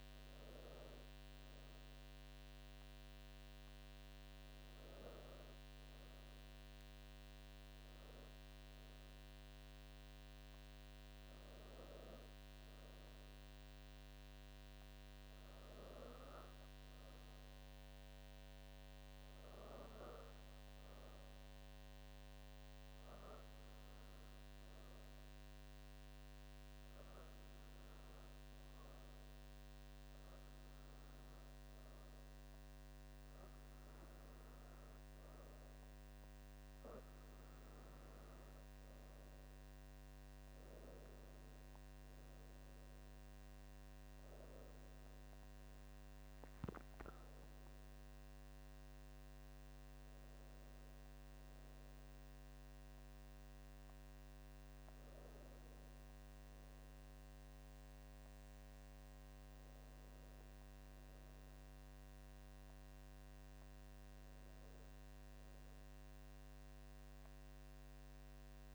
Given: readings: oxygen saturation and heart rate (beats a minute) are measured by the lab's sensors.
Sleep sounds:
breathing in sleep by a microphone on the trachea; 1
14.50-17.50 s: arousal
22.50-36.50 s: hypopnea (oxygen 96% before, 93% lowest, heart rate 70 before, 68 extreme, up 2 after)
40.00-45.50 s: arousal
From the record:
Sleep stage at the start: N2 (light sleep); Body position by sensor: on the back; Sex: female

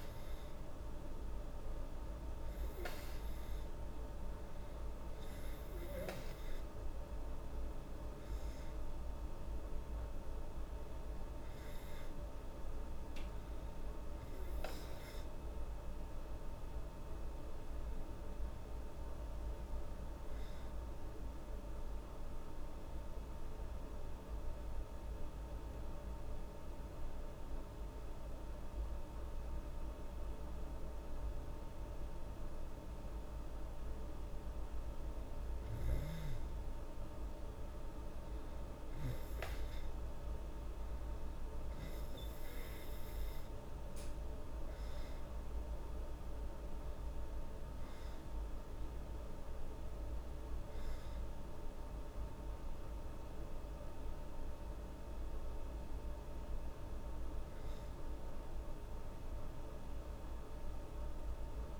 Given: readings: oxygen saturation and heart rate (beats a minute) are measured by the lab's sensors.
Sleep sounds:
breathing in sleep, hard to hear, by a room microphone; 1
15.00-19.00 s: arousal
22.50-36.00 s: hypopnea (oxygen 96% before, 95% lowest, heart rate 80 before, 76 extreme, up 2 after)
41.00-45.00 s: arousal
From the record:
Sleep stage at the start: N2 (light sleep); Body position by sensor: on the back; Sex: female

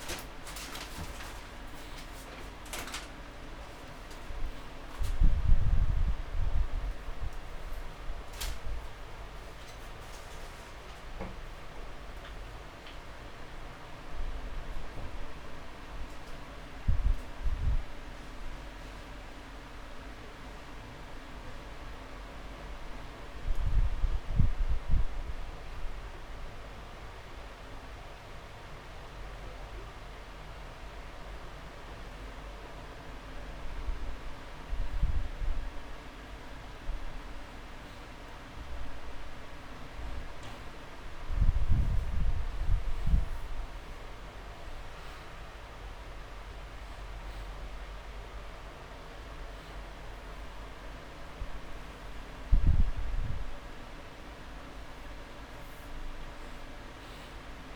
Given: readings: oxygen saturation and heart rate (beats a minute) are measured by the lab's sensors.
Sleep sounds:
breathing in sleep, hard to hear, by a room microphone; 1
4.50-18.00 s: hypopnea (oxygen 97% before, 91% lowest)
15.50-26.50 s: oxygen desaturation (device-marked, oxygen 97% before, 91% lowest)
19.50-22.00 s: arousal
From the record:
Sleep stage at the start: N2 (light sleep); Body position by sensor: on the back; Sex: male

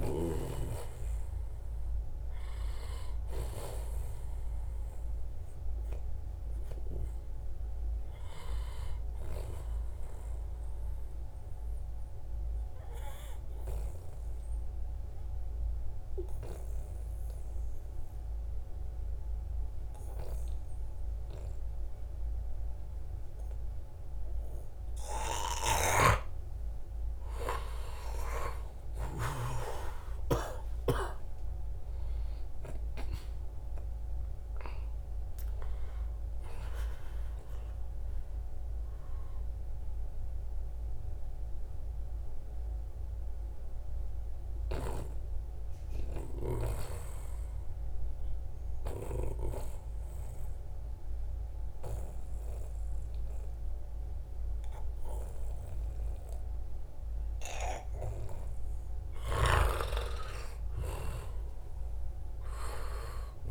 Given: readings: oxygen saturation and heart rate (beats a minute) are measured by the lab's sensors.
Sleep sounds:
breathing in sleep by a room microphone; 2
5.50-63.50 s: new sleep stage, N2 (light sleep)
12.00-25.50 s: obstructive apnea (oxygen 94% before, 88% lowest, heart rate 77 before, 74 extreme, up 3 after)
27.00-32.50 s: arousal
27.50-54.50 s: oxygen desaturation (device-marked, oxygen 94% before, 88% lowest, heart rate 76 before, 76 extreme)
39.00-58.50 s: mixed apnea (oxygen 94% before, 88% lowest, heart rate 77 before, 76 extreme, up 2 after)
59.00-63.50 s: snoring (device-marked)
60.00-63.50 s: arousal
From the record:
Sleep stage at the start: N1 (lightest sleep); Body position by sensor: on the back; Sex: male

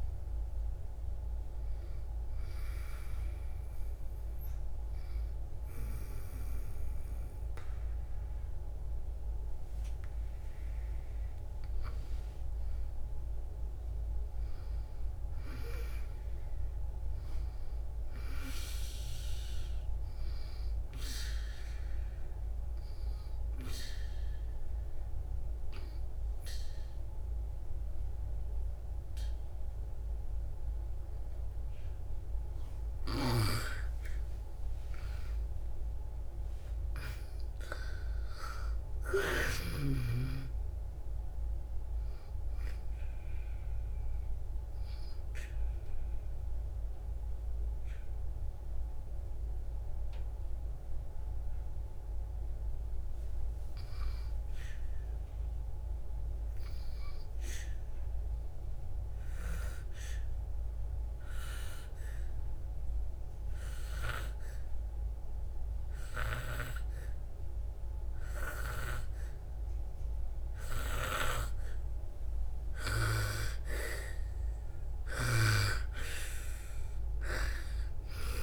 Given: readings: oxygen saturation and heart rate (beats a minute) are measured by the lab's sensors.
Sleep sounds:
breathing in sleep by a room microphone; 3
1.50-15.50 s: oxygen desaturation (device-marked, oxygen 97% before, 93% lowest, heart rate 69 before, 64 extreme)
3.00-13.00 s: obstructive apnea (oxygen 97% before, 90% lowest, heart rate 69 before, 64 extreme, up 6 after)
14.50-18.50 s: arousal
22.50-78.43 s: new sleep stage, N2 (light sleep)
23.00-33.50 s: obstructive apnea (oxygen 97% before, 90% lowest, heart rate 68 before, 59 extreme, up 4 after)
25.50-34.50 s: oxygen desaturation (device-marked, oxygen 97% before, 94% lowest, heart rate 67 before, 59 extreme)
35.00-39.50 s: arousal
36.50-62.50 s: oxygen desaturation (device-marked, oxygen 97% before, 90% lowest, heart rate 68 before, 59 extreme)
58.50-73.00 s: obstructive apnea (oxygen 97% before, 88% lowest, heart rate 65 before, 60 extreme, up 4 after)
70.50-78.43 s: oxygen desaturation (device-marked, oxygen 98% before, 90% lowest, heart rate 64 before, 60 extreme)
75.00-78.43 s: arousal
From the record:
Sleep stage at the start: N1 (lightest sleep); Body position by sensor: on the back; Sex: female

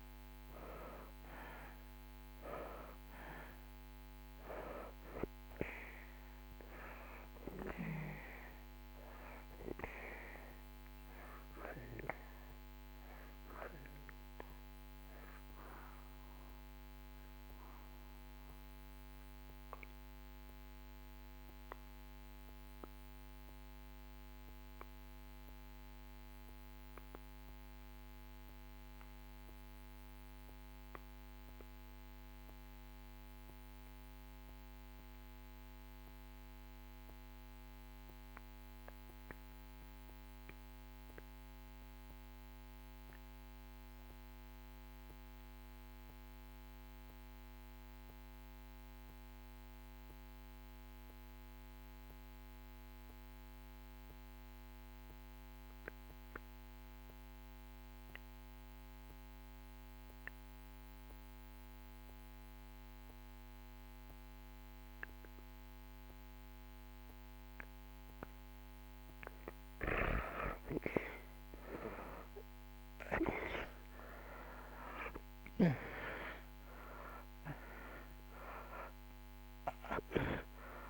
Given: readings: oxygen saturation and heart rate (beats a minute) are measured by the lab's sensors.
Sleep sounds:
breathing in sleep by a microphone on the trachea; 1
0.00-30.00 s: oxygen desaturation (device-marked, oxygen 71% lowest)
18.00-67.00 s: mixed apnea (oxygen 87% before, 64% lowest)
41.00-80.90 s: oxygen desaturation (device-marked, oxygen 97% before, 67% lowest)
70.50-75.00 s: arousal
From the record:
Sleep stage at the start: N2 (light sleep); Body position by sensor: on the back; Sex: male

